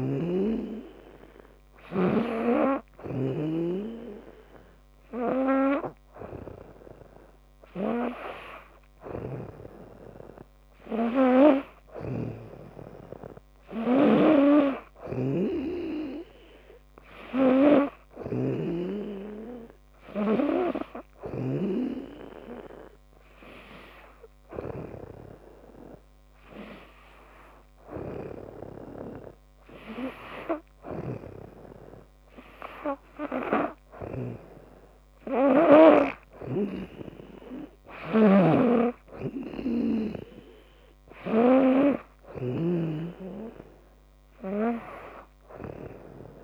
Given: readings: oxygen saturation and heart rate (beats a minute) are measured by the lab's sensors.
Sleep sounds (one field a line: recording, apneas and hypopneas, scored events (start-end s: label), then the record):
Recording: breathing in sleep by a microphone on the trachea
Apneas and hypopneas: none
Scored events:
0.00-2.00 s: snoring (device-marked)
11.50-21.50 s: snoring (device-marked)
30.50-34.00 s: snoring (device-marked)
36.00-42.50 s: snoring (device-marked)
From the record:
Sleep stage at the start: N2 (light sleep)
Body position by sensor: on the back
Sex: female